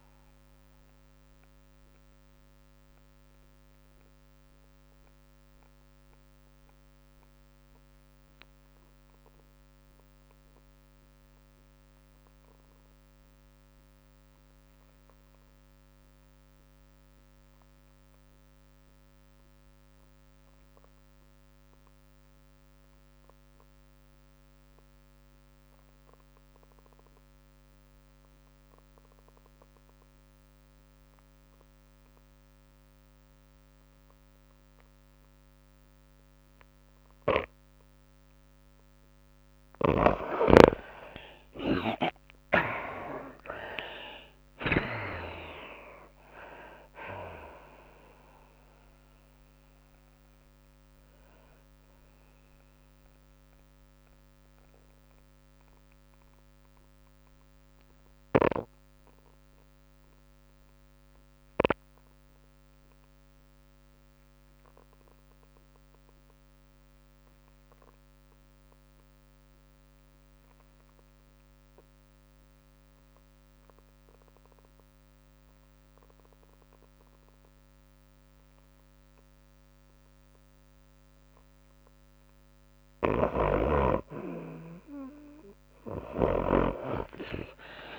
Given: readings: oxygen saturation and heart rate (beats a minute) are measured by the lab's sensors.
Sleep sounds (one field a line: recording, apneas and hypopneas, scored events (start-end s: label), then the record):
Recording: breathing in sleep by a microphone on the trachea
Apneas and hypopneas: 2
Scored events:
0.00-8.50 s: drop in pulse transit time (device-marked, heart rate 113 extreme)
0.00-9.50 s: oxygen desaturation (device-marked, oxygen 53% lowest, heart rate 92 extreme)
0.00-25.50 s: tachycardia (device-marked, heart rate 140 extreme)
0.50-40.00 s: mixed apnea (oxygen 71% before, 53% lowest, heart rate 110 before, 94 extreme, up 28 after)
14.50-59.50 s: oxygen desaturation (device-marked, oxygen 98% before, 56% lowest, heart rate 118 before, 94 extreme)
41.50-45.00 s: arousal
41.50-79.50 s: tachycardia (device-marked, heart rate 103 before, 126 extreme)
44.50-57.50 s: drop in pulse transit time (device-marked, heart rate 98 before, 109 extreme)
45.50-47.50 s: long interval between heartbeats (device-marked, heart rate 98 before, 117 extreme)
52.00-83.00 s: mixed apnea (oxygen 78% before, 56% lowest, heart rate 105 before, 98 extreme, up 5 after)
64.50-87.98 s: oxygen desaturation (device-marked, oxygen 98% before, 60% lowest, heart rate 115 before, 98 extreme)
86.50-87.98 s: arousal
86.50-87.98 s: tachycardia (device-marked, heart rate 104 before, 116 extreme)
From the record:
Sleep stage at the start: REM sleep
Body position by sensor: on the back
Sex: female